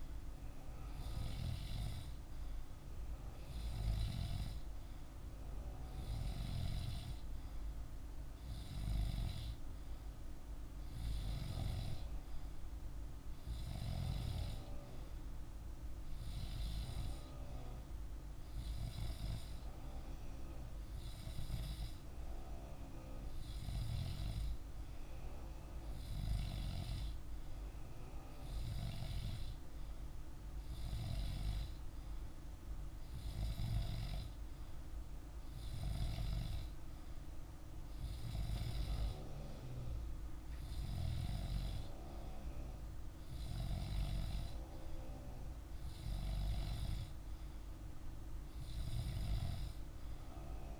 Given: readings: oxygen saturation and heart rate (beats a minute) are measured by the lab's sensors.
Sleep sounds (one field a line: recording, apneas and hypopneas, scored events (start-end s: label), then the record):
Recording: breathing in sleep by a room microphone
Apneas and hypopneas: none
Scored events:
none scored
From the record:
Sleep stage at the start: N2 (light sleep)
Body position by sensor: on the back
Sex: male